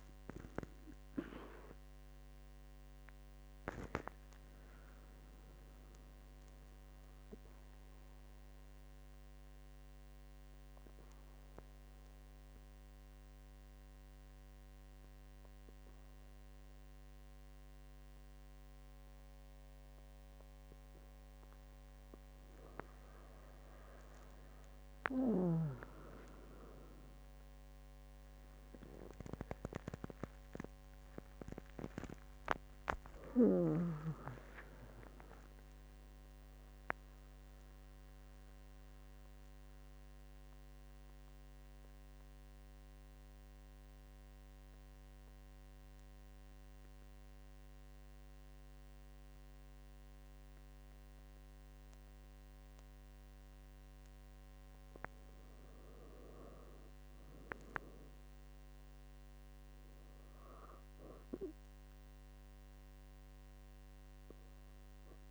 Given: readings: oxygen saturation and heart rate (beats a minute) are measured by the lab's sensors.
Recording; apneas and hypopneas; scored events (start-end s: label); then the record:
breathing in sleep by a microphone on the trachea; 2
0.00-2.00 s: arousal
7.50-22.50 s: obstructive apnea (oxygen 98% before, 97% lowest, heart rate 72 before, 61 extreme, up 14 after)
28.50-34.00 s: arousal
37.50-54.50 s: mixed apnea (oxygen 98% before, 96% lowest, heart rate 70 before, 65 extreme, up 8 after)
56.00-59.50 s: arousal
From the record:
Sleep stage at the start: N2 (light sleep); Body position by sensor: on the back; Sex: female